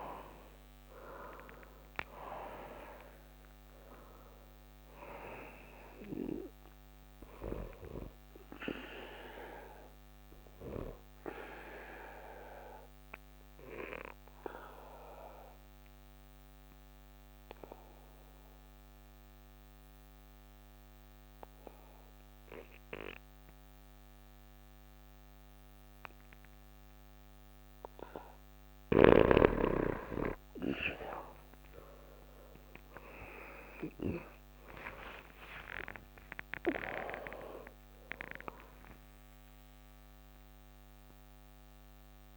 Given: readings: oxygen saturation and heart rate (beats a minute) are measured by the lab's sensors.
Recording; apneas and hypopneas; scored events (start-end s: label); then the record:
breathing in sleep by a microphone on the trachea; 1
0.00-3.50 s: arousal
0.00-20.00 s: oxygen desaturation (device-marked, oxygen 87% lowest)
13.00-28.00 s: obstructive apnea (oxygen 97% before, 87% lowest)
33.00-42.37 s: oxygen desaturation (device-marked, oxygen 96% before, 87% lowest)
34.00-39.50 s: arousal
From the record:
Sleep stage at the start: N2 (light sleep); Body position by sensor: on the back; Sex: male